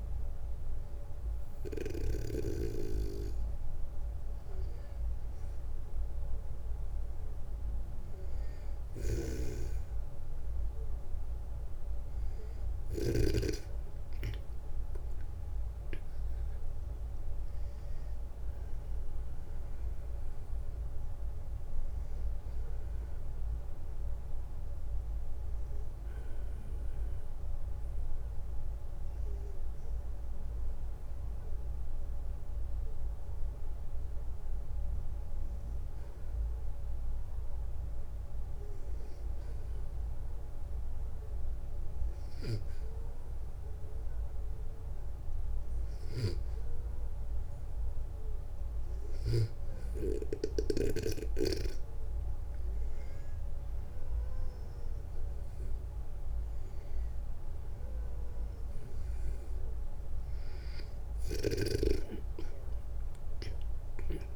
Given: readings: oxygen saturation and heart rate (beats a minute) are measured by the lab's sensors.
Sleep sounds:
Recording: breathing in sleep by a room microphone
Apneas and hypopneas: none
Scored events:
0.00-1.50 s: snoring (device-marked)
8.00-12.50 s: snoring (device-marked)
45.00-50.00 s: snoring (device-marked)
61.00-64.36 s: arousal
From the record:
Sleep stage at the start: N2 (light sleep)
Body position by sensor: on the back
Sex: male

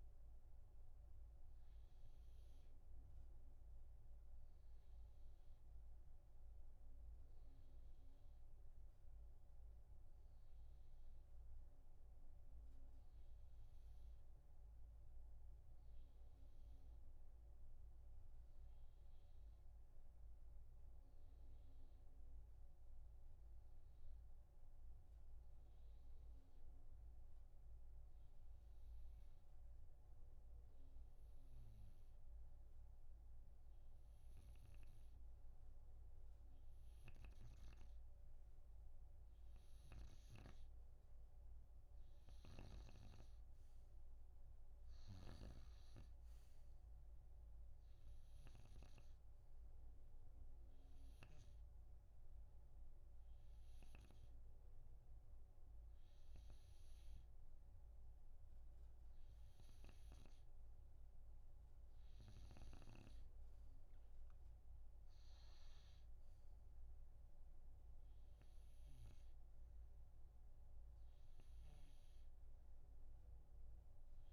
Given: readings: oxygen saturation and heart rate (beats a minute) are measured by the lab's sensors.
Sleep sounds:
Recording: breathing in sleep, hard to hear, by a room microphone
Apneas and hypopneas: 1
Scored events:
3.50-74.33 s: new sleep stage, REM sleep
5.50-37.00 s: hypopnea (oxygen 97% before, 90% lowest)
40.50-45.50 s: arousal
From the record:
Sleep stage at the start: N2 (light sleep)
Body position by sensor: on the right side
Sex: male

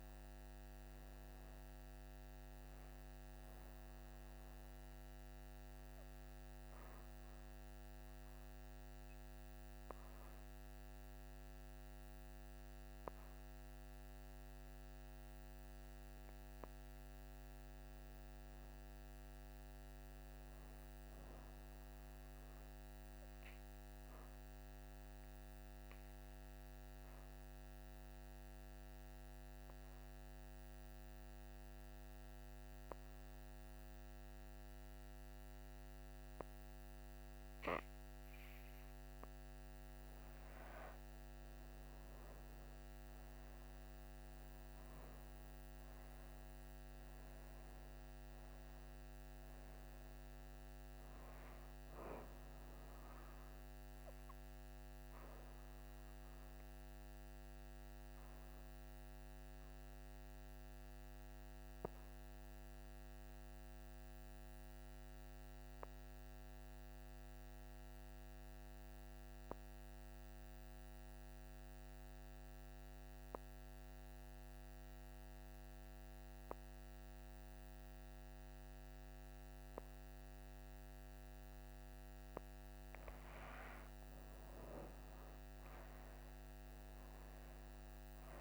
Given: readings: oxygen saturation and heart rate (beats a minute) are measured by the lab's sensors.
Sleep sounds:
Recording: breathing in sleep, hard to hear, by a microphone on the trachea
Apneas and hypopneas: 3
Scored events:
0.00-20.50 s: oxygen desaturation (device-marked, oxygen 83% lowest, heart rate 60 extreme)
5.50-17.00 s: obstructive apnea (oxygen 97% before, 83% lowest, heart rate 69 before, 60 extreme, up 9 after)
18.50-21.50 s: arousal
24.00-38.50 s: obstructive apnea (oxygen 98% before, 86% lowest, heart rate 65 before, 56 extreme, up 7 after)
40.00-44.50 s: arousal
44.50-71.50 s: oxygen desaturation (device-marked, oxygen 96% before, 86% lowest, heart rate 65 before, 56 extreme)
55.50-82.00 s: obstructive apnea (oxygen 97% before, 82% lowest, heart rate 67 before, 54 extreme, up 6 after)
83.50-87.50 s: arousal
83.50-88.41 s: oxygen desaturation (device-marked, oxygen 98% before, 82% lowest, heart rate 63 before, 54 extreme)
From the record:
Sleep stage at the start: N2 (light sleep)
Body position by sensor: on the back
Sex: female

